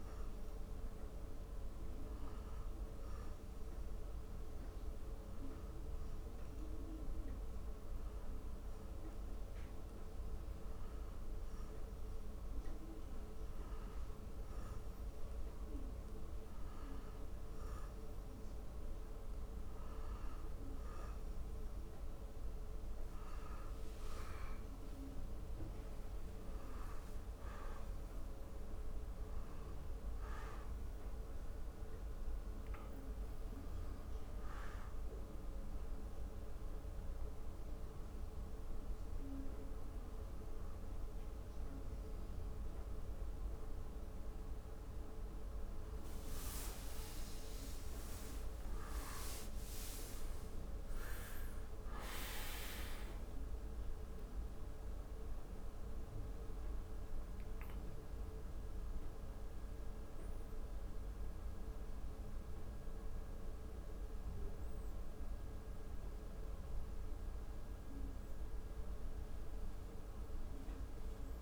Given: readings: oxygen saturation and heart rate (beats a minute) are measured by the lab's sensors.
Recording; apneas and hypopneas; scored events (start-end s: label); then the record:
breathing in sleep, hard to hear, by a room microphone; 1
24.00-28.50 s: arousal
35.50-47.50 s: hypopnea (oxygen 95% before, 95% lowest, heart rate 89 before, 87 extreme, up 4 after)
49.50-53.00 s: arousal
56.50-71.42 s: new sleep stage, N2 (light sleep)
From the record:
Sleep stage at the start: N1 (lightest sleep); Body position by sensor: on the back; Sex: male